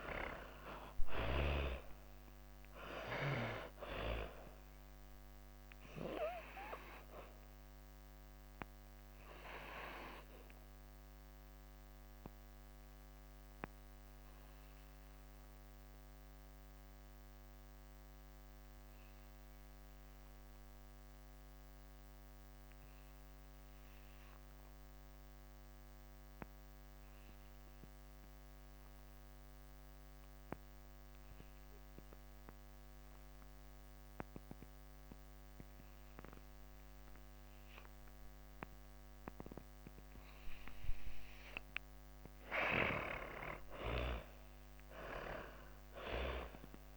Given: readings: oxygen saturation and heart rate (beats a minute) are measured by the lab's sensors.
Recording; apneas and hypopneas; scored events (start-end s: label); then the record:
breathing in sleep by a microphone on the trachea; 1
0.00-1.00 s: arousal
0.00-28.00 s: oxygen desaturation (device-marked, oxygen 83% lowest)
5.50-40.00 s: obstructive apnea (oxygen 99% before, 81% lowest)
41.00-46.97 s: oxygen desaturation (device-marked, oxygen 98% before, 81% lowest)
42.50-46.97 s: arousal
From the record:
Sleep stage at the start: N2 (light sleep); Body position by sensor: on the back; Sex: female